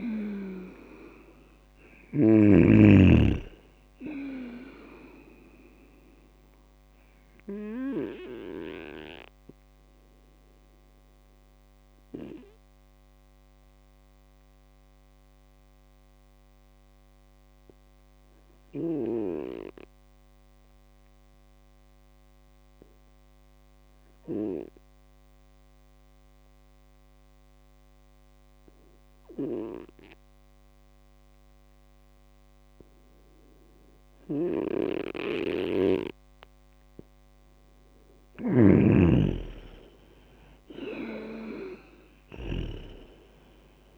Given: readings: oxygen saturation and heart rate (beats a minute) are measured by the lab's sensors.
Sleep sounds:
breathing in sleep by a microphone on the trachea; 1
0.00-2.50 s: snoring (device-marked)
0.50-4.00 s: arousal
9.50-36.00 s: obstructive apnea (oxygen 98% before, 95% lowest, heart rate 68 before, 58 extreme, up 4 after)
34.00-43.98 s: snoring (device-marked)
39.50-43.98 s: arousal
From the record:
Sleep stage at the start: N2 (light sleep); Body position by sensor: on the right side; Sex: male

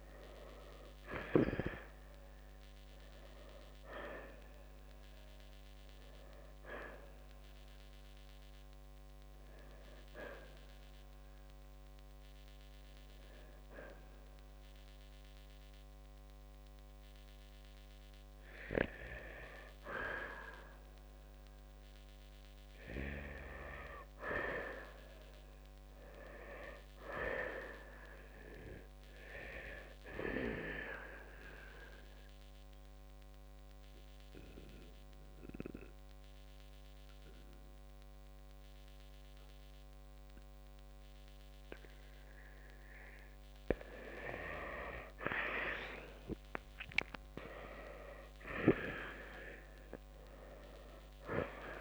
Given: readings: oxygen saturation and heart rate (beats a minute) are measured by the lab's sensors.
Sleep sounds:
breathing in sleep by a microphone on the trachea; 2
0.00-1.00 s: arousal
0.00-10.50 s: oxygen desaturation (device-marked, oxygen 86% lowest, heart rate 57 extreme)
6.50-19.00 s: hypopnea (oxygen 94% before, 85% lowest, heart rate 63 before, 53 extreme, up 0 after)
15.50-32.50 s: oxygen desaturation (device-marked, oxygen 94% before, 88% lowest, heart rate 65 before, 53 extreme)
21.50-25.00 s: arousal
31.50-44.00 s: central apnea (oxygen 94% before, 85% lowest, heart rate 61 before, 53 extreme, up 12 after)
42.50-51.50 s: oxygen desaturation (device-marked, oxygen 94% before, 88% lowest, heart rate 61 before, 61 extreme)
From the record:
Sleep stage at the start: N2 (light sleep); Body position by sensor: on the right side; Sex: male

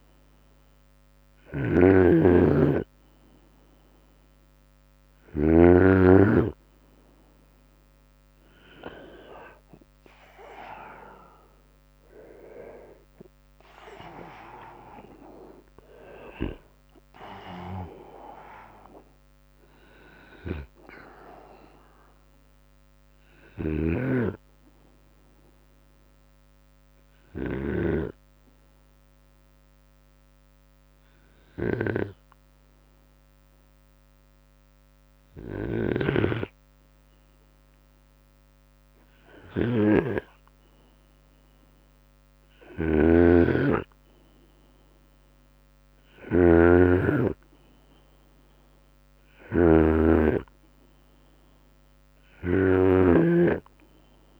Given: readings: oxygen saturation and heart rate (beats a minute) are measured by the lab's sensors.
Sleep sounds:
breathing in sleep by a microphone on the trachea; 1
0.00-4.50 s: snoring (device-marked)
9.50-22.50 s: drop in pulse transit time (device-marked, heart rate 75 before, 73 extreme)
13.50-18.00 s: arousal
22.50-27.00 s: snoring (device-marked)
24.00-39.00 s: hypopnea (oxygen 96% before, 94% lowest, heart rate 78 before, 65 extreme, up 8 after)
28.50-30.50 s: long interval between heartbeats (device-marked, heart rate 78 before, 70 extreme)
34.50-52.50 s: snoring (device-marked)
41.00-43.00 s: long interval between heartbeats (device-marked, heart rate 76 before, 69 extreme)
42.50-46.50 s: arousal
From the record:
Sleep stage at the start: N2 (light sleep); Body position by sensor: on the right side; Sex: male

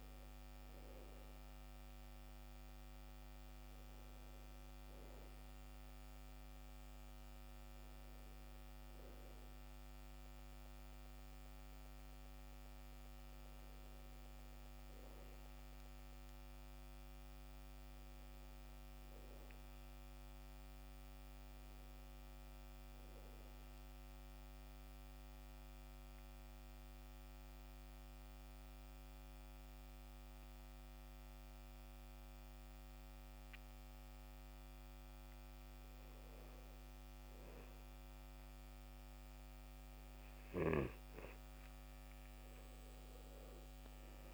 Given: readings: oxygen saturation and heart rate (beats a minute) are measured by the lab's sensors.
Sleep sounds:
breathing in sleep, hard to hear, by a microphone on the trachea; 1
0.00-13.00 s: oxygen desaturation (device-marked, oxygen 88% lowest, heart rate 64 extreme)
13.50-18.00 s: arousal
25.50-36.50 s: obstructive apnea (oxygen 98% before, 91% lowest, heart rate 67 before, 64 extreme, up 7 after)
36.00-44.34 s: oxygen desaturation (device-marked, oxygen 97% before, 91% lowest, heart rate 66 before, 65 extreme)
38.50-43.50 s: arousal
From the record:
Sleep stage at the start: N2 (light sleep); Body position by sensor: on the back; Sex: male

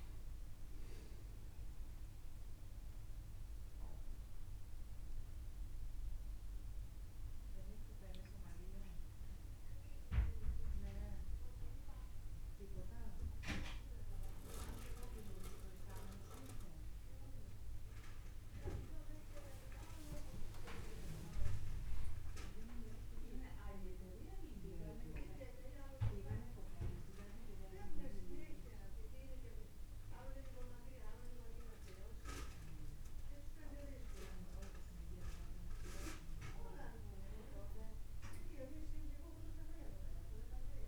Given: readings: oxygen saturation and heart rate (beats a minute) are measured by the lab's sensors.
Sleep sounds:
breathing in sleep by a room microphone; none
0.00-15.00 s: oxygen desaturation (device-marked, oxygen 86% lowest, heart rate 26 extreme)
39.50-40.87 s: arousal
From the record:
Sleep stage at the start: N1 (lightest sleep); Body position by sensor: on the back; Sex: male

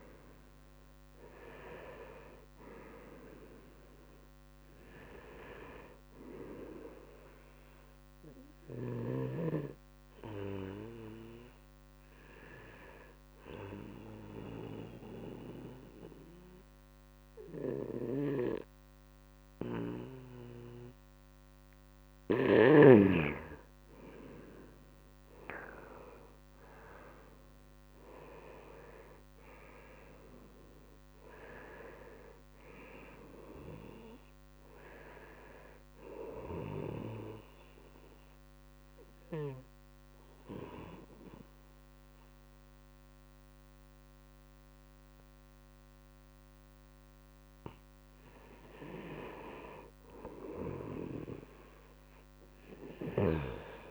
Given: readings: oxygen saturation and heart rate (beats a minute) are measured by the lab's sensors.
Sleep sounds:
breathing in sleep by a microphone on the trachea; 2
0.00-3.00 s: arousal
7.50-21.00 s: obstructive apnea (oxygen 97% before, 91% lowest, heart rate 71 before, 69 extreme, up 3 after)
23.50-28.00 s: arousal
35.00-53.00 s: oxygen desaturation (device-marked, oxygen 96% before, 91% lowest, heart rate 72 before, 69 extreme)
35.50-47.50 s: obstructive apnea (oxygen 96% before, 90% lowest, heart rate 72 before, 69 extreme, up 4 after)
51.50-53.91 s: arousal
From the record:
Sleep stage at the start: N2 (light sleep); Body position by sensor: on the right side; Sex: male

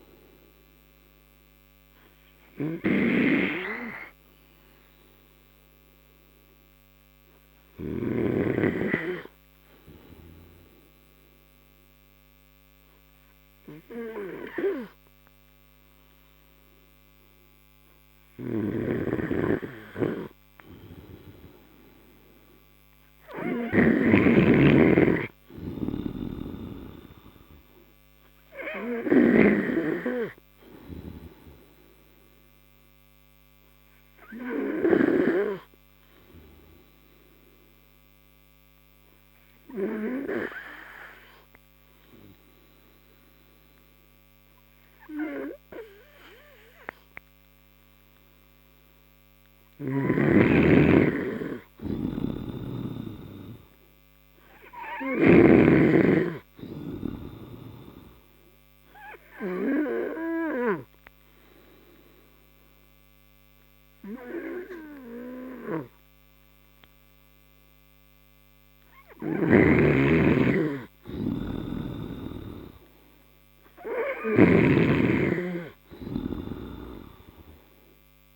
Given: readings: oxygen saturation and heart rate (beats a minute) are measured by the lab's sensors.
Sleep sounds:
breathing in sleep by a microphone on the trachea; 3
1.00-19.00 s: hypopnea (oxygen 95% before, 88% lowest)
8.50-23.50 s: oxygen desaturation (device-marked, oxygen 96% before, 93% lowest)
21.00-24.00 s: arousal
37.50-51.00 s: obstructive apnea (oxygen 96% before, 88% lowest)
50.50-56.00 s: snoring (device-marked)
53.50-56.50 s: arousal
58.50-70.50 s: oxygen desaturation (device-marked, oxygen 95% before, 88% lowest)
59.50-72.00 s: obstructive apnea (oxygen 95% before, 88% lowest)
69.50-75.00 s: snoring (device-marked)
75.00-78.36 s: arousal
From the record:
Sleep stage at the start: N3 (deep sleep); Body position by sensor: on the right side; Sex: male

